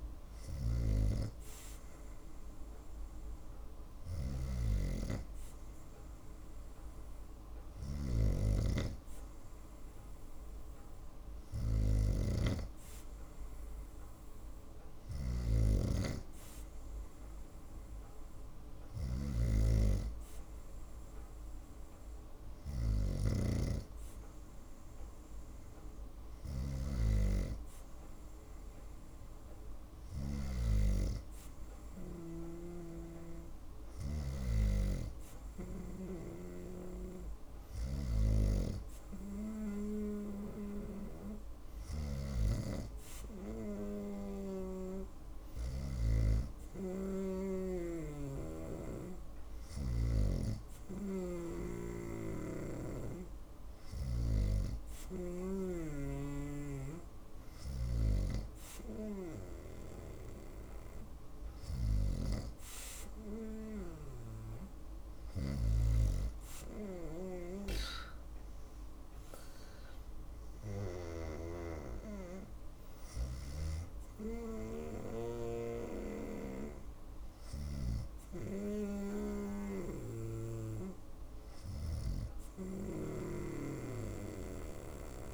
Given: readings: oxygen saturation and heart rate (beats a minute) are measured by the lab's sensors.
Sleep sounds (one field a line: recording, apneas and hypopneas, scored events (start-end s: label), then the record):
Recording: breathing in sleep by a room microphone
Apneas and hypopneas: none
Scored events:
3.50-15.00 s: snoring (device-marked)
47.00-55.50 s: snoring (device-marked)
From the record:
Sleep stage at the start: N2 (light sleep)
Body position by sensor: on the right side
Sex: female